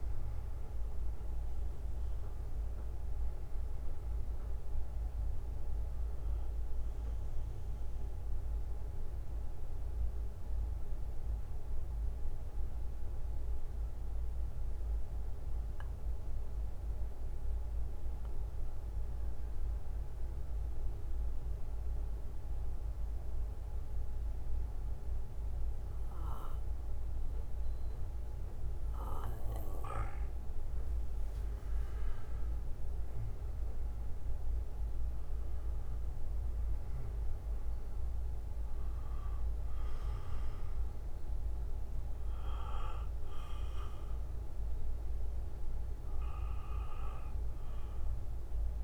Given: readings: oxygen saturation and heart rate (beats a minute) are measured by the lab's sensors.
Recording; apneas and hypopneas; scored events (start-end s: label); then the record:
breathing in sleep, hard to hear, by a room microphone; 1
0.00-22.00 s: oxygen desaturation (device-marked, oxygen 90% lowest, heart rate 48 extreme)
2.00-16.00 s: bradycardia (device-marked, heart rate 60 before, 48 extreme)
9.00-29.50 s: central apnea (oxygen 97% before, 90% lowest, heart rate 64 before, 50 extreme, up 14 after)
22.00-28.00 s: bradycardia (device-marked, heart rate 60 before, 56 extreme)
32.50-36.50 s: arousal
38.00-45.00 s: oxygen desaturation (device-marked, oxygen 97% before, 94% lowest, heart rate 63 before, 50 extreme)
39.00-48.84 s: bradycardia (device-marked, heart rate 60 before, 50 extreme)
From the record:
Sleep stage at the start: N2 (light sleep); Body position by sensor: on the back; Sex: male